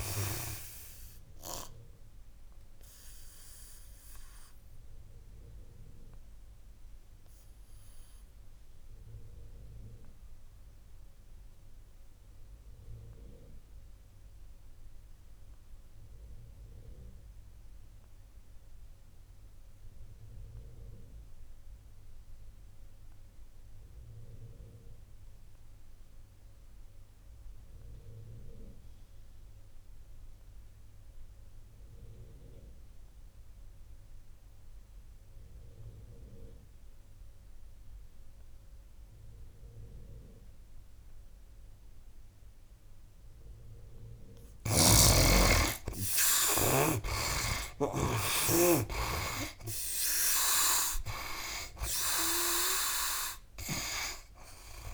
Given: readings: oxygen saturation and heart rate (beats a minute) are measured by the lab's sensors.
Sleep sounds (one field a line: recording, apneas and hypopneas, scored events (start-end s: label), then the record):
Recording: breathing in sleep by a room microphone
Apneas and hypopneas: 1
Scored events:
0.00-19.00 s: oxygen desaturation (device-marked, oxygen 46% lowest, heart rate 70 extreme)
1.50-44.00 s: obstructive apnea (oxygen 72% before, 44% lowest, heart rate 79 before, 71 extreme, up 20 after)
32.00-54.94 s: oxygen desaturation (device-marked, oxygen 91% before, 44% lowest, heart rate 73 before, 65 extreme)
47.00-51.50 s: arousal
From the record:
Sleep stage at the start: REM sleep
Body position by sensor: on the right side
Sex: male